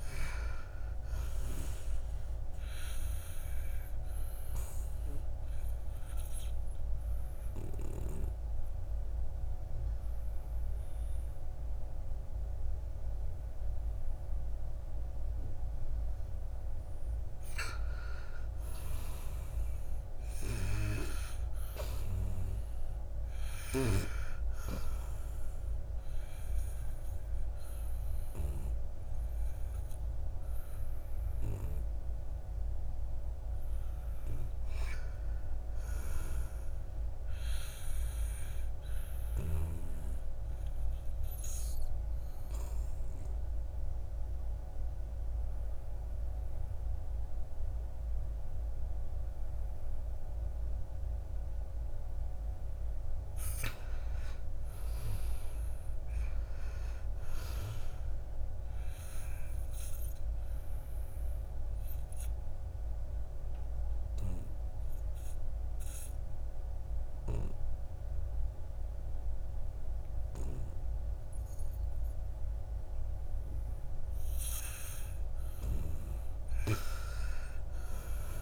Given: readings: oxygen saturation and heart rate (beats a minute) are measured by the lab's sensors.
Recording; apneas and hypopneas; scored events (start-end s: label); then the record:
breathing in sleep by a room microphone; 3
0.00-18.50 s: oxygen desaturation (device-marked, oxygen 84% lowest, heart rate 59 extreme)
4.00-15.50 s: obstructive apnea (oxygen 99% before, 84% lowest, heart rate 60 before, 59 extreme, up 4 after)
19.50-23.50 s: arousal
29.50-37.50 s: oxygen desaturation (device-marked, oxygen 97% before, 90% lowest, heart rate 62 before, 58 extreme)
38.50-51.50 s: obstructive apnea (oxygen 97% before, 89% lowest, heart rate 62 before, 56 extreme, up 8 after)
53.50-57.00 s: arousal
59.00-73.50 s: obstructive apnea (oxygen 96% before, 89% lowest, heart rate 60 before, 56 extreme, up 10 after)
59.50-72.50 s: oxygen desaturation (device-marked, oxygen 95% before, 89% lowest, heart rate 60 before, 56 extreme)
75.50-78.42 s: arousal
From the record:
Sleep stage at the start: N2 (light sleep); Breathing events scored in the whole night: 376 in 4.7 hours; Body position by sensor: on the back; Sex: male